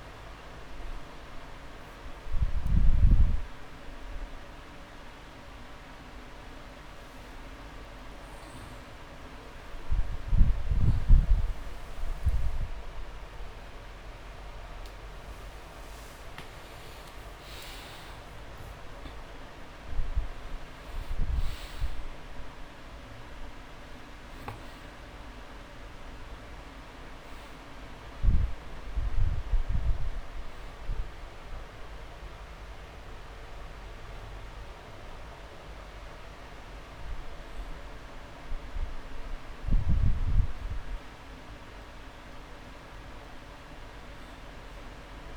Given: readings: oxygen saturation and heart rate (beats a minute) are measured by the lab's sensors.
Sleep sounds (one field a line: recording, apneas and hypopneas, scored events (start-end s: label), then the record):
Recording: breathing in sleep, hard to hear, by a room microphone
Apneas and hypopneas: none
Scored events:
9.50-22.50 s: drop in pulse transit time (device-marked)
12.00-16.00 s: arousal
23.50-42.50 s: oxygen desaturation (device-marked, oxygen 97% before, 93% lowest)
34.00-36.00 s: long interval between heartbeats (device-marked)
From the record:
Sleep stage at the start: N2 (light sleep)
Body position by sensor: on the back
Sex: male